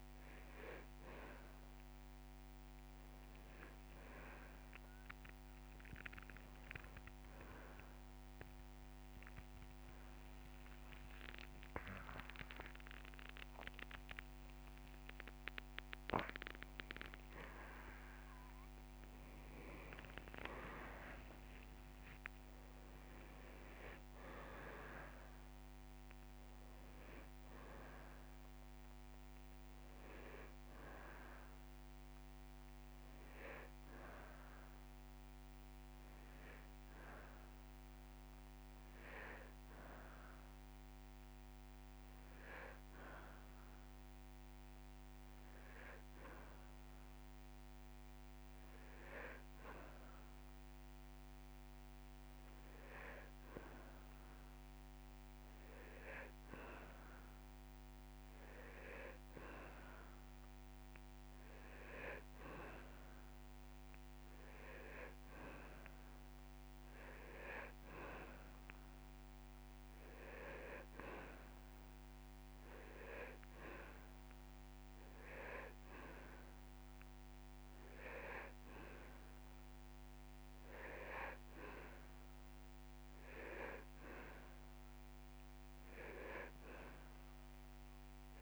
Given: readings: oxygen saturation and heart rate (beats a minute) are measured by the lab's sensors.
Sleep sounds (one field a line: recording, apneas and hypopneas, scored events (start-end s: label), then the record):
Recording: breathing in sleep by a microphone on the trachea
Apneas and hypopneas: none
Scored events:
3.50-7.50 s: arousal
30.00-32.00 s: long interval between heartbeats (device-marked)
33.50-51.50 s: oxygen desaturation (device-marked, oxygen 97% before, 94% lowest)
52.50-61.50 s: drop in pulse transit time (device-marked)
55.00-57.00 s: long interval between heartbeats (device-marked)
From the record:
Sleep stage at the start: N2 (light sleep)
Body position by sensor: on the back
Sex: male